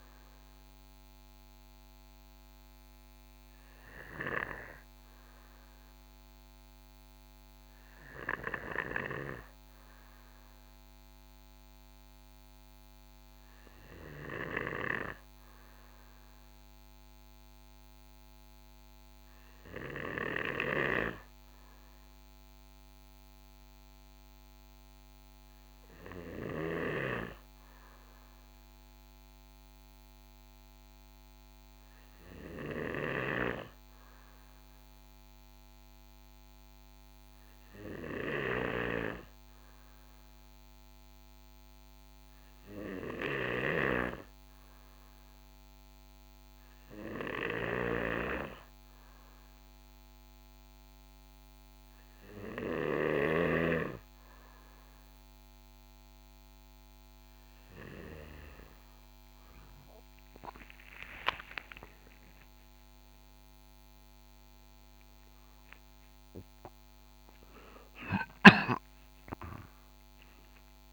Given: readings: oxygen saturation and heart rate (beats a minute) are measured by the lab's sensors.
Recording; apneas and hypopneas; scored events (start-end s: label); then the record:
breathing in sleep by a microphone on the trachea; none
53.50-70.93 s: new sleep stage, awake
From the record:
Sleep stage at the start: N2 (light sleep); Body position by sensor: on the right side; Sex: male